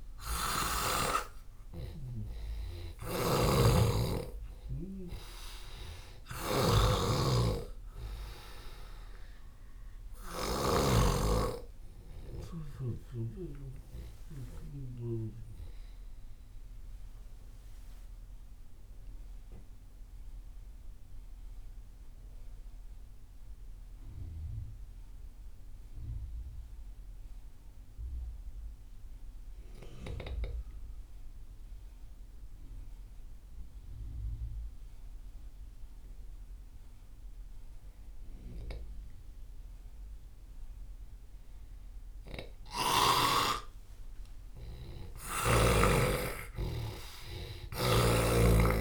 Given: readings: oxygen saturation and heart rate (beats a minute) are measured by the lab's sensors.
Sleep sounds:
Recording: breathing in sleep by a room microphone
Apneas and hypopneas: 1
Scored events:
0.00-3.00 s: arousal
0.00-28.00 s: oxygen desaturation (device-marked, oxygen 90% lowest)
2.50-10.50 s: snoring (device-marked)
17.50-43.50 s: mixed apnea (oxygen 97% before, 86% lowest)
38.00-48.81 s: oxygen desaturation (device-marked, oxygen 98% before, 86% lowest)
45.50-48.81 s: arousal
From the record:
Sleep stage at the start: N2 (light sleep)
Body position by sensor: on the left side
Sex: male

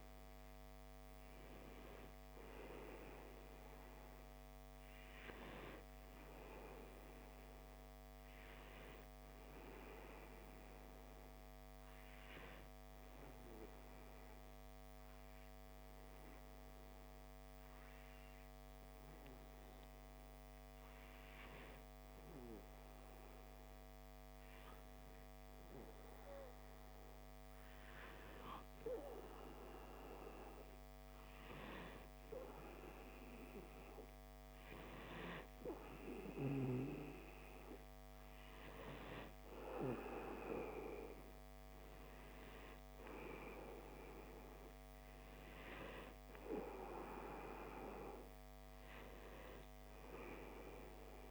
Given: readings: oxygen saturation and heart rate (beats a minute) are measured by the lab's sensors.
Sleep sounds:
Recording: breathing in sleep by a microphone on the trachea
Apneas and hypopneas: 1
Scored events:
11.00-22.00 s: obstructive apnea (oxygen 95% before, 95% lowest, heart rate 61 before, 59 extreme, up 1 after)
24.00-27.00 s: arousal
From the record:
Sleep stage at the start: N2 (light sleep)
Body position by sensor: on the back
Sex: male

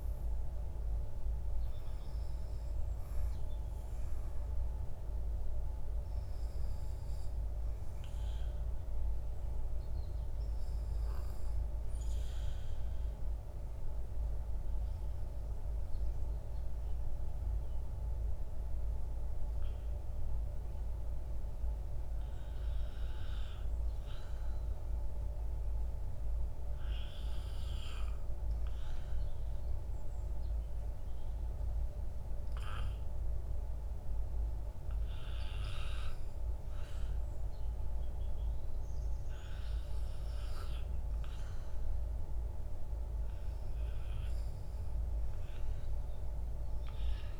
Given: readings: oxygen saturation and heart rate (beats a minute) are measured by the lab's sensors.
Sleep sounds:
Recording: breathing in sleep, hard to hear, by a room microphone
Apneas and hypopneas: 1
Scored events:
0.00-15.50 s: oxygen desaturation (device-marked, oxygen 94% lowest, heart rate 48 extreme)
11.50-21.50 s: obstructive apnea (oxygen 98% before, 95% lowest, heart rate 57 before, 52 extreme, up 5 after)
22.50-26.50 s: arousal
From the record:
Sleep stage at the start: N2 (light sleep)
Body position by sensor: on the back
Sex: male

